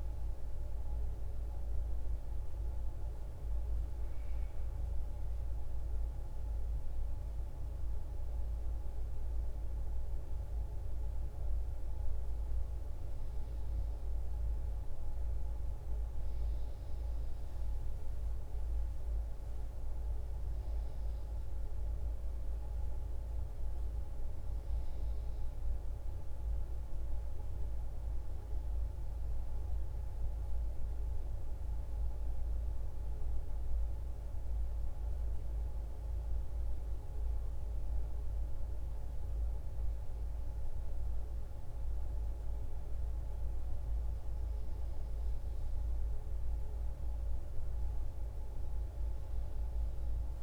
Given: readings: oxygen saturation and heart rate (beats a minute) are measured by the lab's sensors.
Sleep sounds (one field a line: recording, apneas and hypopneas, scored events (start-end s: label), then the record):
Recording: a person awake in a sleep study, hard to hear, by a room microphone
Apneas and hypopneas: none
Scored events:
none scored
From the record:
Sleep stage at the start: awake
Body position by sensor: on the back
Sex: female